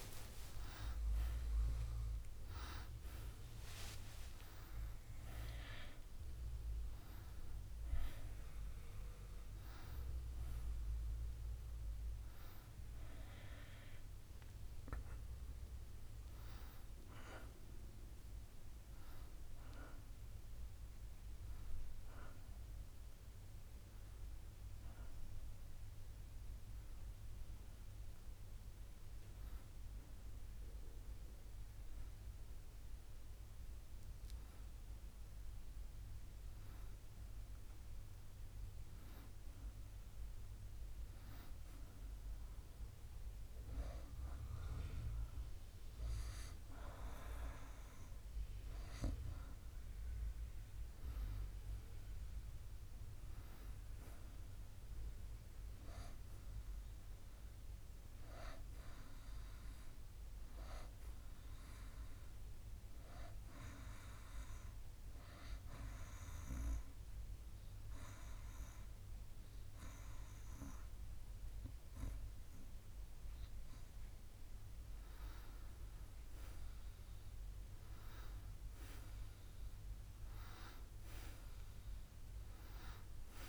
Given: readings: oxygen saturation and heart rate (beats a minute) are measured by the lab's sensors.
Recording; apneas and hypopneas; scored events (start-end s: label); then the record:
a person partly awake in a sleep study, by a room microphone; 2
0.00-5.50 s: oxygen desaturation (device-marked, oxygen 91% lowest, heart rate 47 extreme)
25.50-55.50 s: new sleep stage, N1 (lightest sleep)
26.50-49.00 s: hypopnea (oxygen 98% before, 92% lowest, heart rate 66 before, 54 extreme, up 11 after)
51.50-54.50 s: arousal
55.50-83.49 s: new sleep stage, N2 (light sleep)
66.00-76.00 s: obstructive apnea (oxygen 98% before, 92% lowest, heart rate 62 before, 57 extreme, up 3 after)
78.50-82.50 s: arousal
From the record:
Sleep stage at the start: awake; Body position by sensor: on the back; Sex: male